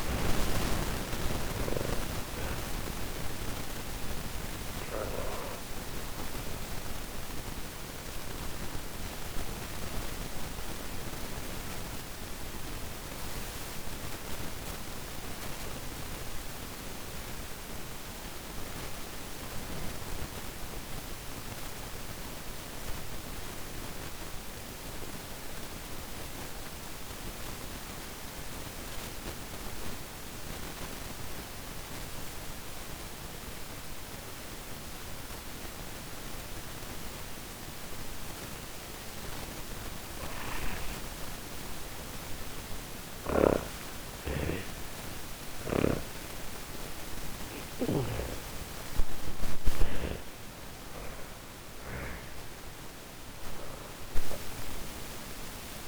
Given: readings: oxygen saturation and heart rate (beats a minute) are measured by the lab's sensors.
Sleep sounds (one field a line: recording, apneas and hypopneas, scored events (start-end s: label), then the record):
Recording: breathing in sleep by a microphone on the trachea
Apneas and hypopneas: 1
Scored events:
0.00-6.00 s: oxygen desaturation (device-marked, oxygen 91% lowest, heart rate 40 extreme)
4.00-40.00 s: obstructive apnea (oxygen 98% before, 86% lowest, heart rate 72 before, 42 extreme, up 12 after)
8.00-15.00 s: oxygen desaturation (device-marked, oxygen 92% before, 88% lowest, heart rate 72 before, 44 extreme)
17.00-22.00 s: oxygen desaturation (device-marked, oxygen 92% before, 87% lowest, heart rate 67 before, 44 extreme)
38.00-55.88 s: oxygen desaturation (device-marked, oxygen 98% before, 86% lowest, heart rate 54 before, 39 extreme)
44.00-49.50 s: arousal
46.00-55.88 s: snoring (device-marked)
From the record:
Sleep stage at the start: N2 (light sleep)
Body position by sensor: on the back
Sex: female